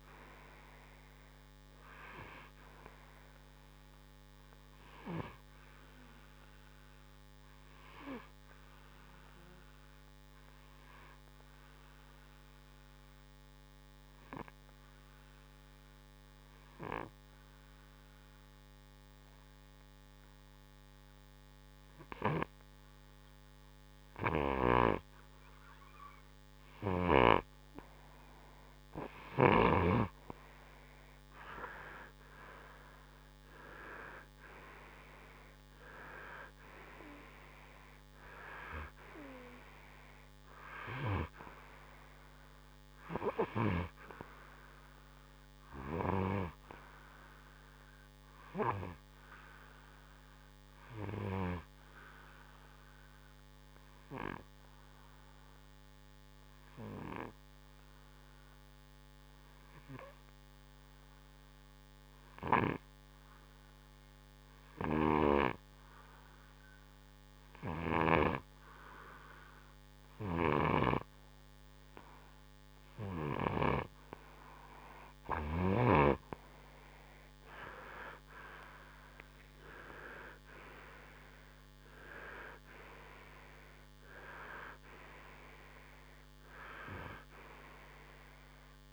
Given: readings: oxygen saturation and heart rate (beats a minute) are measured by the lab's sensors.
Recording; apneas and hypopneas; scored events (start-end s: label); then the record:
breathing in sleep by a microphone on the trachea; 2
7.00-23.00 s: oxygen desaturation (device-marked, oxygen 95% before, 91% lowest, heart rate 66 before, 59 extreme)
9.50-24.50 s: obstructive apnea (oxygen 96% before, 91% lowest, heart rate 65 before, 59 extreme, up 9 after)
32.00-36.00 s: arousal
51.00-69.00 s: obstructive apnea (oxygen 96% before, 92% lowest, heart rate 67 before, 60 extreme, up 5 after)
74.50-78.50 s: arousal
80.00-88.93 s: oxygen desaturation (device-marked, oxygen 96% before, 92% lowest, heart rate 63 before, 59 extreme)
From the record:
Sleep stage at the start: N2 (light sleep); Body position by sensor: on the right side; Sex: male